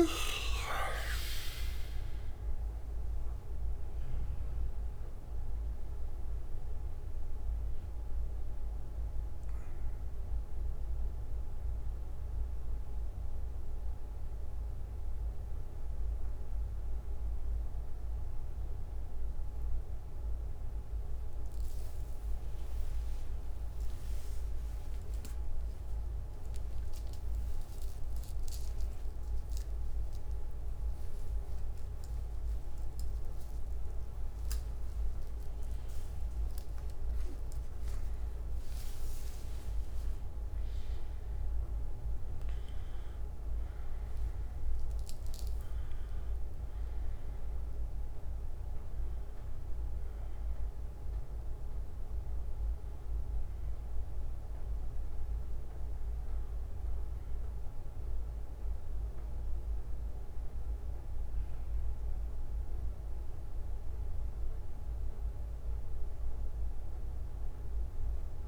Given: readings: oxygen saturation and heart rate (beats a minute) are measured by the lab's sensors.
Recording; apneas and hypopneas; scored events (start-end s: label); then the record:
a person partly awake in a sleep study, hard to hear, by a room microphone; none
2.00-6.00 s: bradycardia (device-marked, heart rate 68 before, 58 extreme)
14.00-21.00 s: bradycardia (device-marked, heart rate 68 before, 56 extreme)
34.00-68.48 s: new sleep stage, N1 (lightest sleep)
42.00-57.00 s: oxygen desaturation (device-marked, oxygen 98% before, 92% lowest, heart rate 67 before, 58 extreme)
62.00-65.00 s: bradycardia (device-marked, heart rate 68 before, 61 extreme)
From the record:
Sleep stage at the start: awake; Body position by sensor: on the back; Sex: male